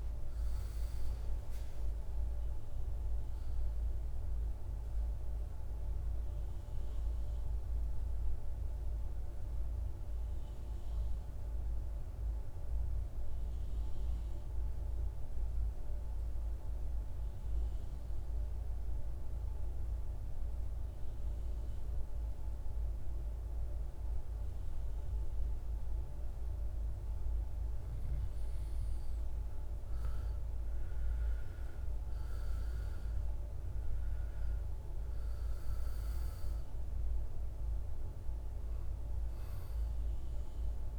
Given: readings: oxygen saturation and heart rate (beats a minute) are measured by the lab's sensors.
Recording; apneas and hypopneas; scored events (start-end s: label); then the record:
breathing in sleep, hard to hear, by a room microphone; 1
0.00-13.50 s: oxygen desaturation (device-marked, oxygen 83% lowest, heart rate 53 extreme)
8.00-26.50 s: mixed apnea (oxygen 98% before, 85% lowest, heart rate 72 before, 53 extreme, up 12 after)
28.50-33.00 s: arousal
32.50-40.99 s: oxygen desaturation (device-marked, oxygen 98% before, 87% lowest, heart rate 55 before, 52 extreme)
From the record:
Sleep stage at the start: N2 (light sleep); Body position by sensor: on the back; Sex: male